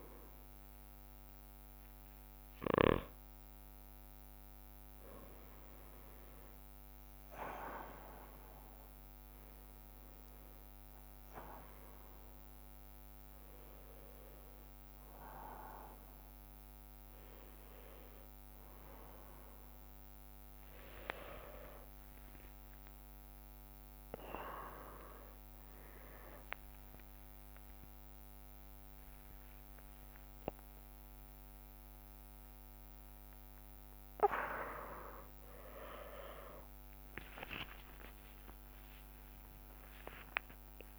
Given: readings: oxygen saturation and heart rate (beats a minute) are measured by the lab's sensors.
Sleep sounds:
a person awake in a sleep study, by a microphone on the trachea; none
22.50-24.50 s: long interval between heartbeats (device-marked)
24.50-26.50 s: long interval between heartbeats (device-marked)
26.50-28.50 s: long interval between heartbeats (device-marked, heart rate 32 before, 93 extreme)
29.00-36.00 s: drop in pulse transit time (device-marked, heart rate 46 before, 78 extreme)
30.00-32.00 s: long interval between heartbeats (device-marked, heart rate 50 before, 90 extreme)
32.50-34.50 s: long interval between heartbeats (device-marked, heart rate 59 before, 91 extreme)
36.00-38.00 s: long interval between heartbeats (device-marked, heart rate 79 before, 104 extreme)
39.00-40.99 s: long interval between heartbeats (device-marked, heart rate 95 before, 121 extreme)
From the record:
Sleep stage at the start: awake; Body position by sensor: on the right side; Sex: male

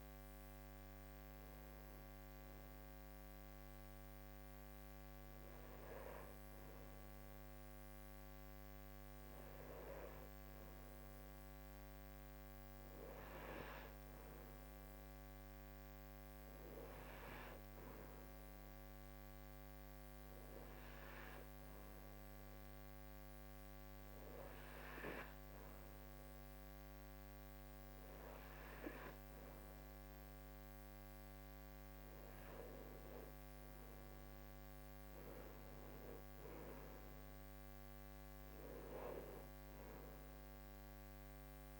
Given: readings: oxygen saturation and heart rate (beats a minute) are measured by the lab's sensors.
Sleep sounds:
breathing in sleep by a microphone on the trachea; none
none scored
From the record:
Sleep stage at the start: N2 (light sleep); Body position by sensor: on the right side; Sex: female

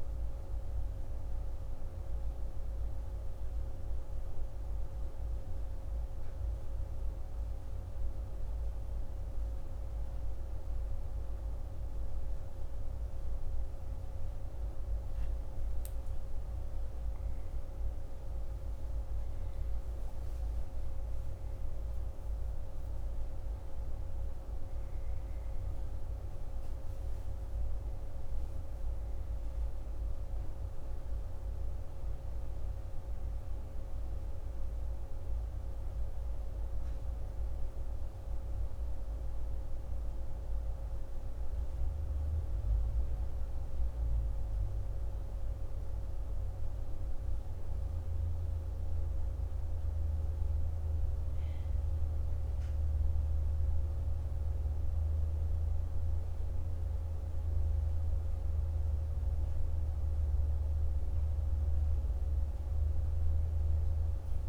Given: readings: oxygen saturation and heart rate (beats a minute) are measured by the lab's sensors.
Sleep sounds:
breathing in sleep, hard to hear, by a room microphone; none
none scored
From the record:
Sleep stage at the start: N1 (lightest sleep); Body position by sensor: on the back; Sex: male

